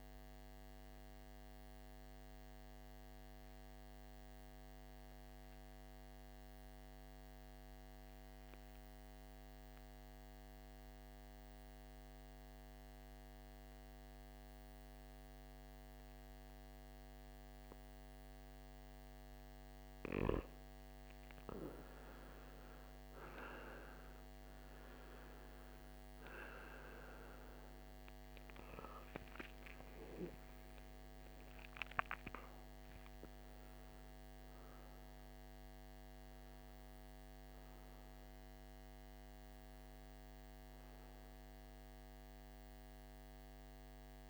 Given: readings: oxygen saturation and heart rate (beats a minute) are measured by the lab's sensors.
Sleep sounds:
breathing in sleep by a microphone on the trachea; 1
0.00-6.50 s: oxygen desaturation (device-marked, oxygen 90% lowest, heart rate 55 extreme)
7.50-20.50 s: mixed apnea (oxygen 96% before, 88% lowest, heart rate 63 before, 56 extreme, up 15 after)
22.50-27.50 s: arousal
23.50-43.50 s: oxygen desaturation (device-marked, oxygen 97% before, 88% lowest, heart rate 57 before, 54 extreme)
From the record:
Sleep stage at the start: N2 (light sleep); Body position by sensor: on the right side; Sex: male

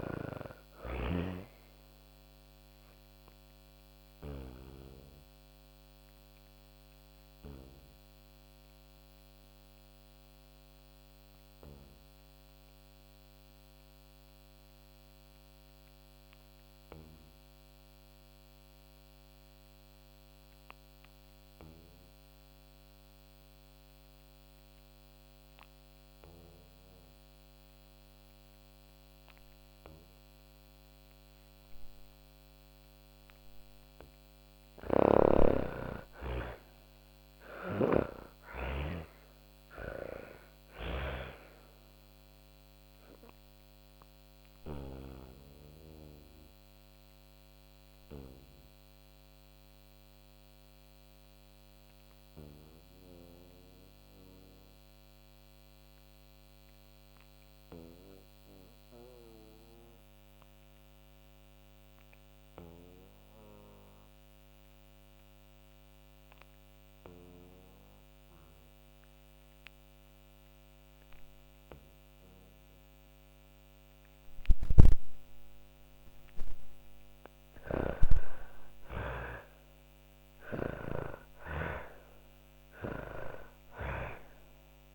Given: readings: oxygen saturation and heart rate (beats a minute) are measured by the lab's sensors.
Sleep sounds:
breathing in sleep by a microphone on the trachea; 2
0.00-16.50 s: oxygen desaturation (device-marked, oxygen 85% lowest, heart rate 40 extreme)
2.50-32.00 s: obstructive apnea (oxygen 99% before, 83% lowest, heart rate 62 before, 40 extreme, up 23 after)
29.50-58.50 s: oxygen desaturation (device-marked, oxygen 98% before, 83% lowest, heart rate 49 before, 40 extreme)
33.00-43.50 s: snoring (device-marked)
34.50-38.50 s: arousal
41.50-73.50 s: obstructive apnea (oxygen 98% before, 83% lowest)
65.50-84.95 s: oxygen desaturation (device-marked, oxygen 98% before, 87% lowest)
76.00-79.00 s: arousal
76.00-82.50 s: snoring (device-marked)
From the record:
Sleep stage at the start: N2 (light sleep); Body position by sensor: on the back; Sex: female

